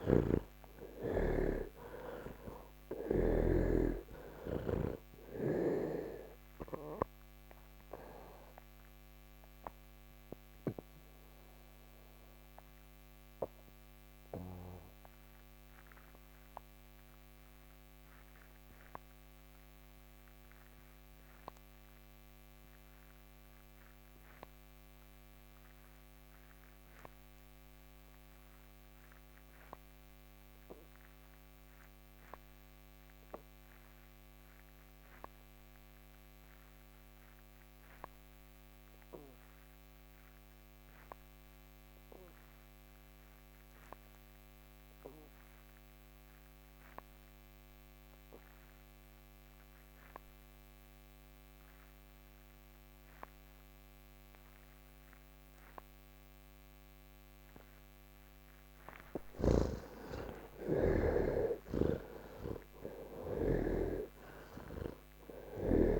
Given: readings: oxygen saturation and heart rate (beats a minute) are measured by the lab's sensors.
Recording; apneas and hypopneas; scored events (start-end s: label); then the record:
breathing in sleep by a microphone on the trachea; 1
0.00-3.50 s: snoring (device-marked)
0.00-23.50 s: oxygen desaturation (device-marked, oxygen 63% lowest, heart rate 96 extreme)
6.50-57.00 s: obstructive apnea (oxygen 92% before, 62% lowest, heart rate 141 before, 89 extreme)
25.50-66.00 s: oxygen desaturation (device-marked, oxygen 97% before, 62% lowest, heart rate 130 before, 89 extreme)
59.00-63.50 s: snoring (device-marked)
From the record:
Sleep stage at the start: N2 (light sleep); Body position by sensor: on the back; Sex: male